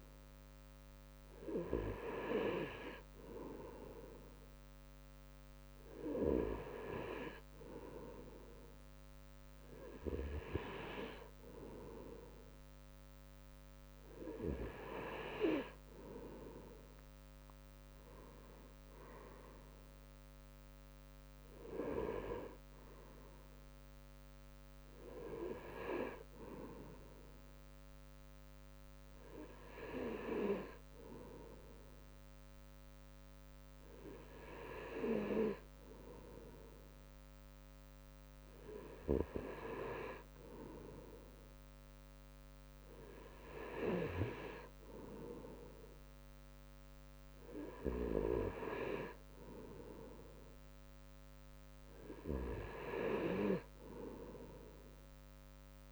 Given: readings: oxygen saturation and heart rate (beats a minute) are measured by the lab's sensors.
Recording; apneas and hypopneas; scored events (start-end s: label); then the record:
breathing in sleep by a microphone on the trachea; none
none scored
From the record:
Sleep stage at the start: N2 (light sleep); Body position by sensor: on the right side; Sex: male